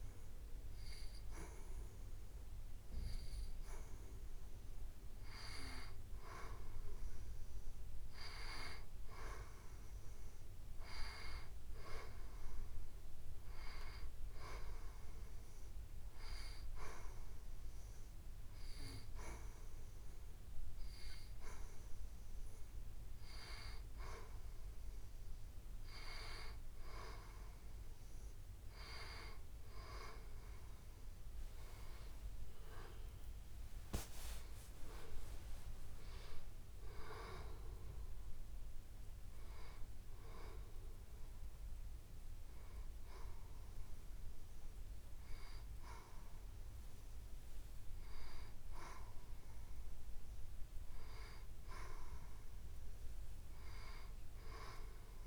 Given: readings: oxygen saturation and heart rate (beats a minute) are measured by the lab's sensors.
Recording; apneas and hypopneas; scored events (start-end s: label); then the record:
breathing in sleep by a room microphone; 1
0.00-13.00 s: oxygen desaturation (device-marked, oxygen 96% before, 91% lowest, heart rate 74 before, 75 extreme)
15.00-25.50 s: hypopnea (oxygen 96% before, 91% lowest, heart rate 78 before, 71 extreme, up 2 after)
27.50-31.00 s: arousal
From the record:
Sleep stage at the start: N2 (light sleep); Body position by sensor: on the back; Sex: female